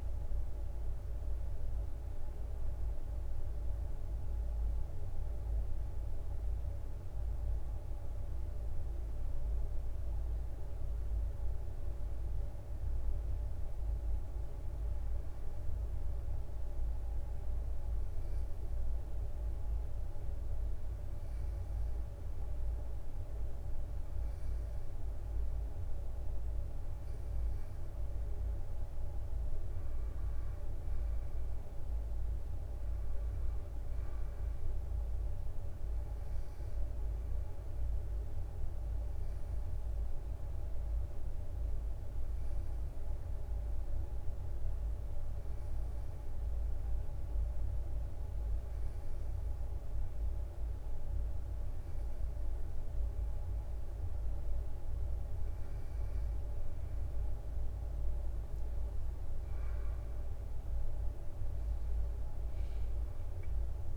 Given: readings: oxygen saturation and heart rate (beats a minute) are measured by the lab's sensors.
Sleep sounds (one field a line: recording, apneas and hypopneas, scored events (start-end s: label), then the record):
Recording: breathing in sleep, hard to hear, by a room microphone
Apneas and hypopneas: 2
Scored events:
0.00-5.00 s: drop in pulse transit time (device-marked, heart rate 66 extreme)
2.00-12.00 s: obstructive apnea (oxygen 94% before, 93% lowest, heart rate 67 before, 63 extreme, up 2 after)
16.00-19.50 s: arousal
38.50-51.50 s: hypopnea (oxygen 97% before, 93% lowest, heart rate 64 before, 64 extreme, up 1 after)
58.00-63.50 s: arousal
58.00-63.97 s: drop in pulse transit time (device-marked, heart rate 65 before, 65 extreme)
From the record:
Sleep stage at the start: N2 (light sleep)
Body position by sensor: on the right side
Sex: male